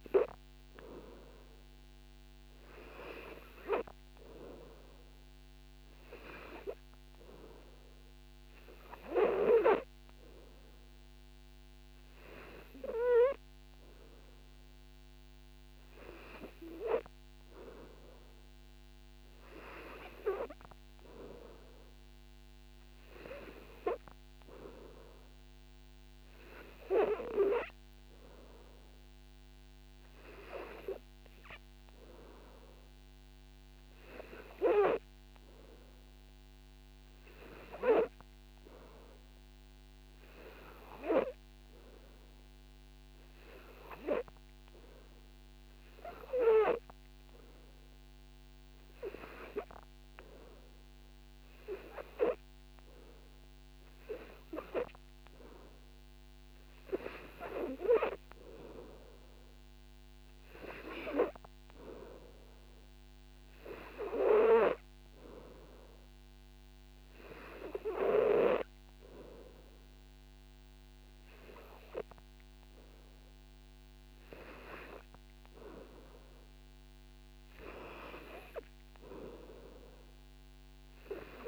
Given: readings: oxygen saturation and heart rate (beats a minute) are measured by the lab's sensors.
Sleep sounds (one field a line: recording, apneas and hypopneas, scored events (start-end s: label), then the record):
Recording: breathing in sleep by a microphone on the trachea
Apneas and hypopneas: none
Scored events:
9.00-22.00 s: oxygen desaturation (device-marked, oxygen 93% before, 90% lowest, heart rate 60 before, 58 extreme)
From the record:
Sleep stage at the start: N2 (light sleep)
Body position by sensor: on the back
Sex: male